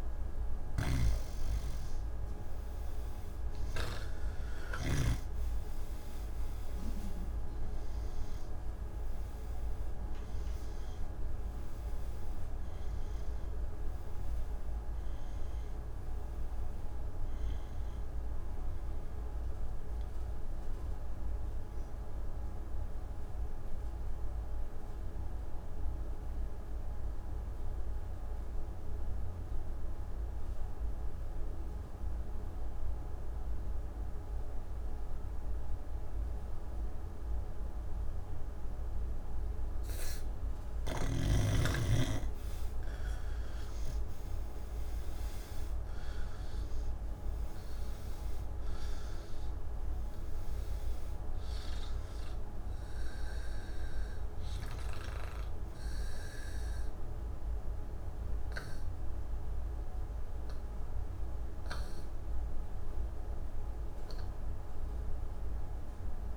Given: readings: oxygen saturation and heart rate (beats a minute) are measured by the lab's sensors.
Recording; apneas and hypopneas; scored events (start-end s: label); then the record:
breathing in sleep, hard to hear, by a room microphone; none
5.50-27.50 s: oxygen desaturation (device-marked, oxygen 96% before, 91% lowest, heart rate 77 before, 73 extreme)
13.50-66.37 s: new sleep stage, N1 (lightest sleep)
36.50-64.50 s: oxygen desaturation (device-marked, oxygen 98% before, 87% lowest, heart rate 76 before, 72 extreme)
From the record:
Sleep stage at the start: N3 (deep sleep); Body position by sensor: on the back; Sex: male